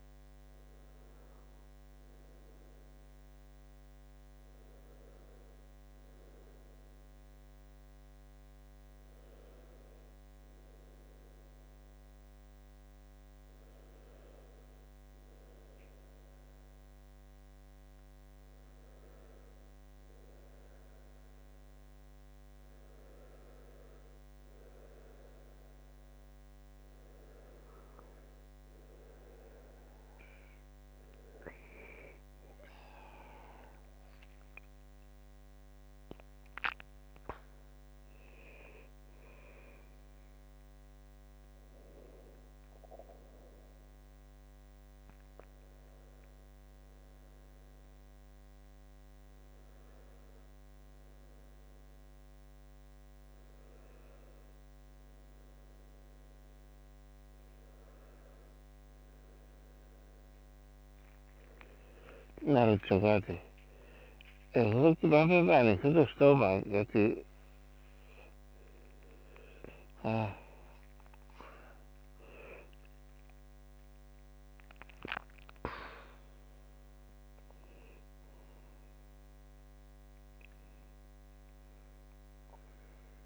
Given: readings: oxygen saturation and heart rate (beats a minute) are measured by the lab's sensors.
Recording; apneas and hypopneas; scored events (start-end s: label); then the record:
breathing in sleep by a microphone on the trachea; 2
3.00-28.50 s: obstructive apnea (oxygen 95% before, 92% lowest, heart rate 72 before, 72 extreme, up 1 after)
30.00-35.00 s: arousal
47.00-67.00 s: obstructive apnea (oxygen 94% before, 93% lowest, heart rate 77 before, 72 extreme, up 46 after)
65.00-67.00 s: long interval between heartbeats (device-marked, heart rate 75 before, 82 extreme)
70.00-72.00 s: long interval between heartbeats (device-marked, heart rate 76 before, 102 extreme)
70.50-74.50 s: arousal
From the record:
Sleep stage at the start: N2 (light sleep); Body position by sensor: on the back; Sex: male